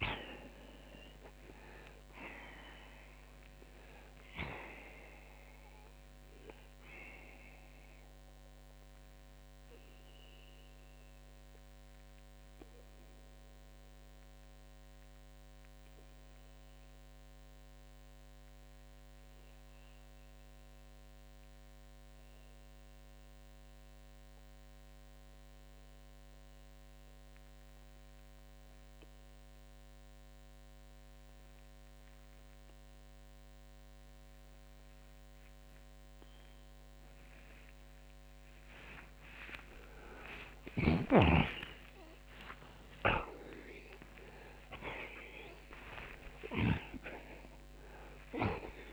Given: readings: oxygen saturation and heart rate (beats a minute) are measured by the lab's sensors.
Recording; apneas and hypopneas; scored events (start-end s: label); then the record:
breathing in sleep by a microphone on the trachea; 1
5.50-33.50 s: oxygen desaturation (device-marked, oxygen 92% before, 80% lowest, heart rate 99 before, 68 extreme)
7.50-38.00 s: obstructive apnea (oxygen 92% before, 77% lowest, heart rate 99 before, 67 extreme)
39.50-45.50 s: arousal
40.00-48.93 s: snoring (device-marked)
From the record:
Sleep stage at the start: N2 (light sleep); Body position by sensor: on the back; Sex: male